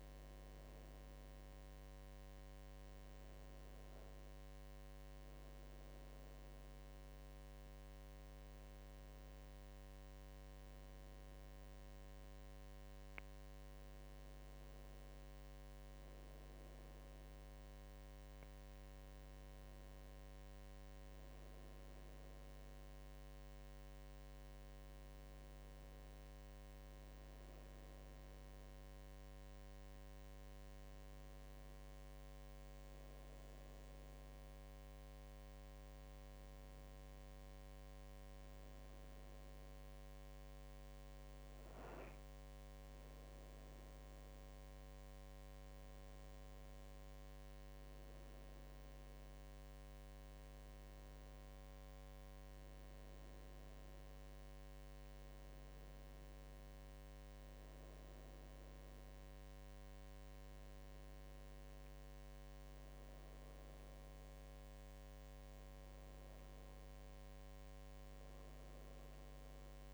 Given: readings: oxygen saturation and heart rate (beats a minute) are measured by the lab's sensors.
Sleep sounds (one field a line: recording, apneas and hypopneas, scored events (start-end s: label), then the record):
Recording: breathing in sleep, hard to hear, by a microphone on the trachea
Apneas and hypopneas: none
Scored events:
22.00-31.00 s: drop in pulse transit time (device-marked, heart rate 78 before, 76 extreme)
44.00-56.00 s: drop in pulse transit time (device-marked, heart rate 77 before, 79 extreme)
68.00-69.93 s: drop in pulse transit time (device-marked, heart rate 81 before, 77 extreme)
From the record:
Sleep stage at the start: N1 (lightest sleep)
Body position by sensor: on the right side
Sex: female